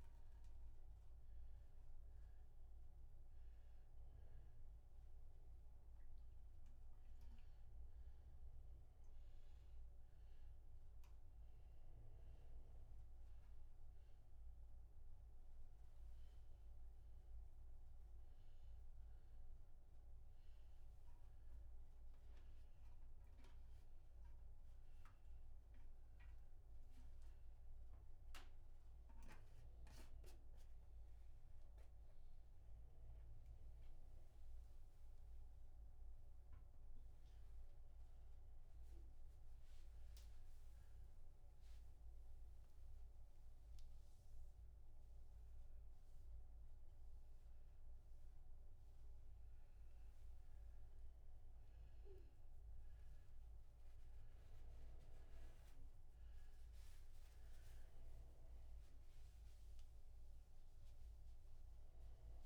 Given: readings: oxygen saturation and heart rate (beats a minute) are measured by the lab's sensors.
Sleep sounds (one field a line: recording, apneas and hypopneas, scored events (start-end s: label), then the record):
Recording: a person awake in a sleep study, hard to hear, by a room microphone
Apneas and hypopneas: none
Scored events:
46.00-56.00 s: oxygen desaturation (device-marked, oxygen 98% before, 95% lowest, heart rate 34 before, 113 extreme)
From the record:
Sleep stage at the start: awake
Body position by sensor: upright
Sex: male